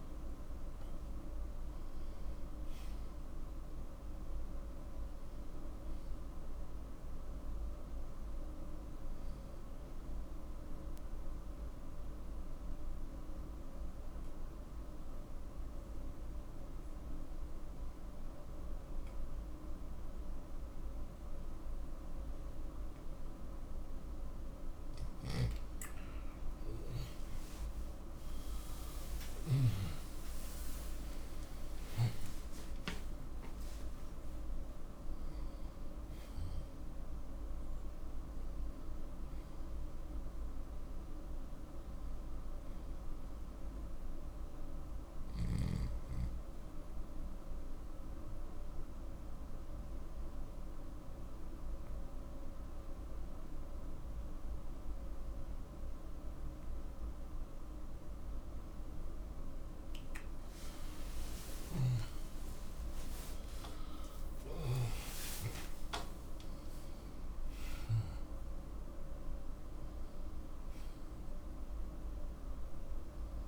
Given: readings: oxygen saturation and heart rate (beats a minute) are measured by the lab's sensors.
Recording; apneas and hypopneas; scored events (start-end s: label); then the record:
breathing in sleep, hard to hear, by a room microphone; 2
8.00-23.50 s: obstructive apnea (oxygen 96% before, 87% lowest, heart rate 88 before, 61 extreme, up 23 after)
11.00-18.00 s: oxygen desaturation (device-marked, oxygen 93% before, 87% lowest, heart rate 89 before, 61 extreme)
27.00-32.50 s: arousal
41.00-54.00 s: oxygen desaturation (device-marked, oxygen 95% before, 90% lowest, heart rate 81 before, 65 extreme)
43.00-59.50 s: obstructive apnea (oxygen 96% before, 88% lowest, heart rate 82 before, 65 extreme, up 35 after)
62.00-66.00 s: arousal
71.00-73.48 s: oxygen desaturation (device-marked, oxygen 96% before, 88% lowest, heart rate 80 before, 66 extreme)
From the record:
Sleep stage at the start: N2 (light sleep); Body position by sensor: on the back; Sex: male